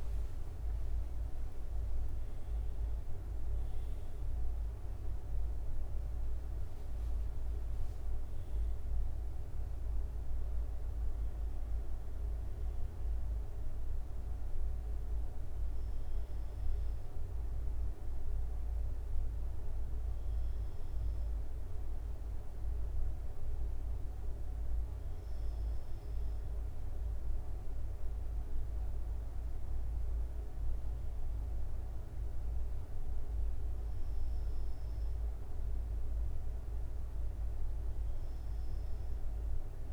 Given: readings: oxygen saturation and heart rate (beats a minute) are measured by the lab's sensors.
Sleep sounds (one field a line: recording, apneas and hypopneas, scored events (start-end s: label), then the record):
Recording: breathing in sleep, hard to hear, by a room microphone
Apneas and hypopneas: none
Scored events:
0.00-8.50 s: drop in pulse transit time (device-marked, heart rate 79 extreme)
From the record:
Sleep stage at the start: N2 (light sleep)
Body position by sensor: on the right side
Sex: male